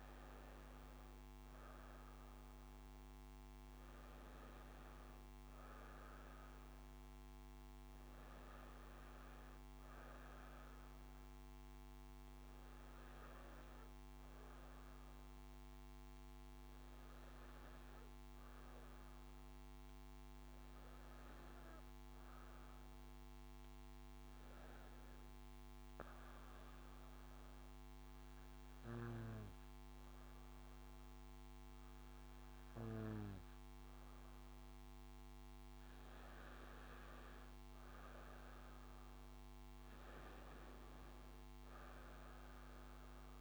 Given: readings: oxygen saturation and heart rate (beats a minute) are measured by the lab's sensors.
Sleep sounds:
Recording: breathing in sleep, hard to hear, by a microphone on the trachea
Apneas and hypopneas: 1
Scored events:
1.50-43.41 s: new sleep stage, N2 (light sleep)
25.00-36.50 s: obstructive apnea (oxygen 100% before, 98% lowest, heart rate 57 before, 55 extreme, up 4 after)
39.00-43.41 s: arousal
From the record:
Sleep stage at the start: N1 (lightest sleep)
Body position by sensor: on the back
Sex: female

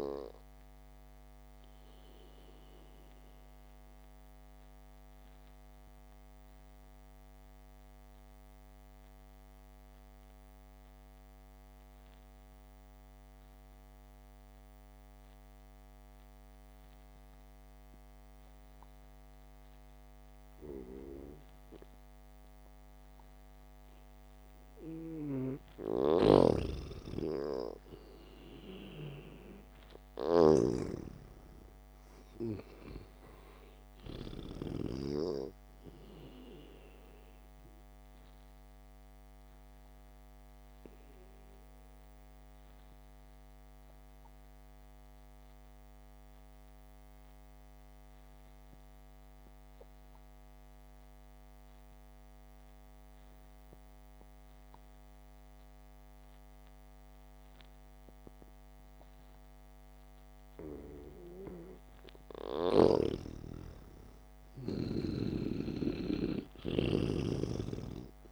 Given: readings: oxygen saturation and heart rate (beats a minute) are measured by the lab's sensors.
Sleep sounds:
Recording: breathing in sleep by a microphone on the trachea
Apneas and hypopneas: 2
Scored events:
2.50-25.50 s: obstructive apnea (oxygen 98% before, 89% lowest, heart rate 61 before, 55 extreme)
8.00-18.00 s: oxygen desaturation (device-marked, oxygen 94% before, 90% lowest, heart rate 62 before, 57 extreme)
26.50-35.50 s: snoring (device-marked)
28.00-32.50 s: arousal
31.00-56.00 s: oxygen desaturation (device-marked, oxygen 99% before, 89% lowest, heart rate 66 before, 55 extreme)
40.50-62.50 s: obstructive apnea (oxygen 99% before, 89% lowest, heart rate 65 before, 58 extreme, up 3 after)
63.50-67.50 s: snoring (device-marked)
64.00-67.00 s: arousal
From the record:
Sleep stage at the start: N2 (light sleep)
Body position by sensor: on the back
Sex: male

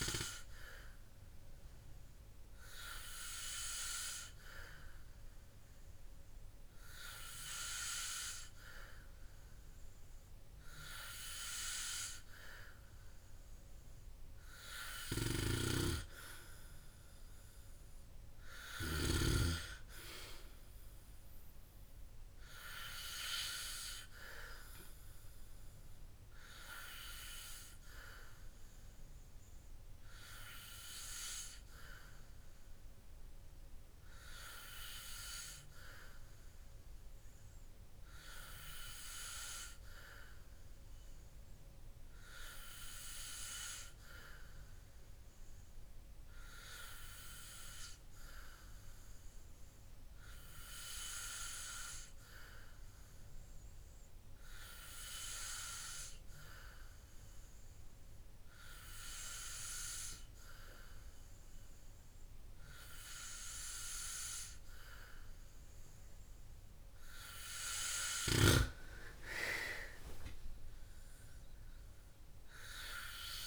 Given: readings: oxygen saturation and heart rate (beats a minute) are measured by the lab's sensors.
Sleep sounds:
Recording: breathing in sleep by a room microphone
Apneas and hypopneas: none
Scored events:
none scored
From the record:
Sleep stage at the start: N2 (light sleep)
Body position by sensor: on the back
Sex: male

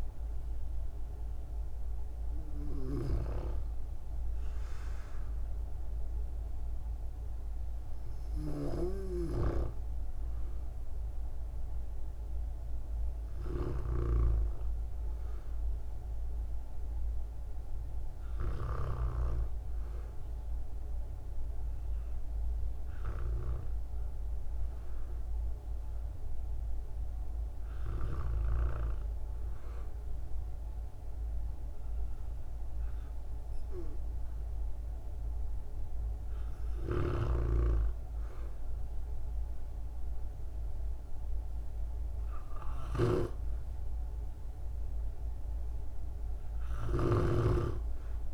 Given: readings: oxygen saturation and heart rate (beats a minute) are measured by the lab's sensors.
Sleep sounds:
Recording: breathing in sleep by a room microphone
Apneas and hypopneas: none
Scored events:
9.00-14.00 s: snoring (device-marked)
36.50-48.34 s: snoring (device-marked)
From the record:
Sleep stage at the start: REM sleep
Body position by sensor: on the back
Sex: female

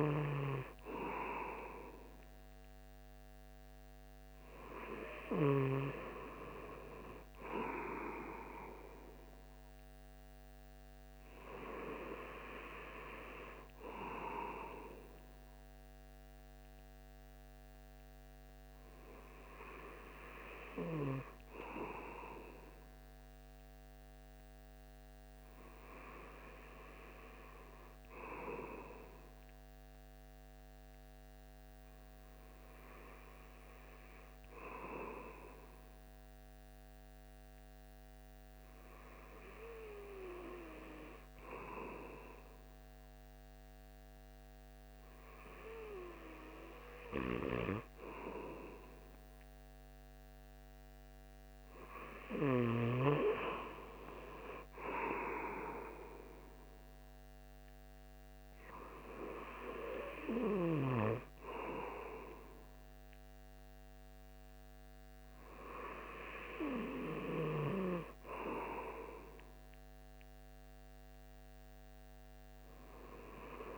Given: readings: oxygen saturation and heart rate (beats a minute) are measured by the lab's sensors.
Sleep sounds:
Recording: breathing in sleep by a microphone on the trachea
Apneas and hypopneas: none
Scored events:
none scored
From the record:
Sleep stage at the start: N2 (light sleep)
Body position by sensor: on the right side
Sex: male

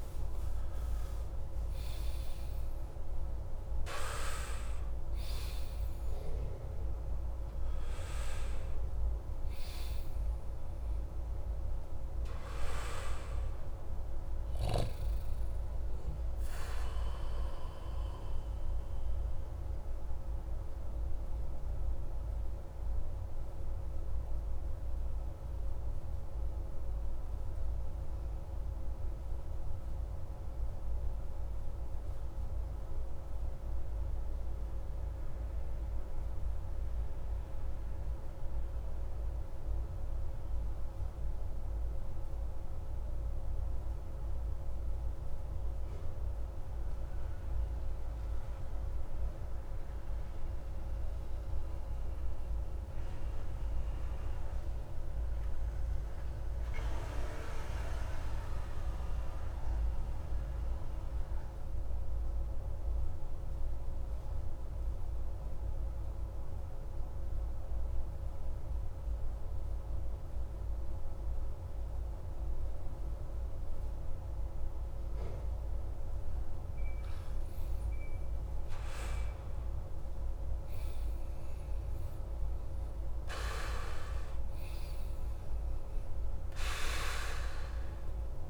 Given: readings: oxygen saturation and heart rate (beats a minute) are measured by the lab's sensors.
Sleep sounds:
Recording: breathing in sleep by a room microphone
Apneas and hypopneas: 1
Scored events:
0.00-2.00 s: arousal
0.00-35.00 s: oxygen desaturation (device-marked, oxygen 79% lowest)
18.50-75.50 s: obstructive apnea (oxygen 91% before, 79% lowest)
66.00-88.50 s: oxygen desaturation (device-marked, oxygen 98% before, 88% lowest)
77.00-82.00 s: arousal
From the record:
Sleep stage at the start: REM sleep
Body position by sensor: on the back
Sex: male

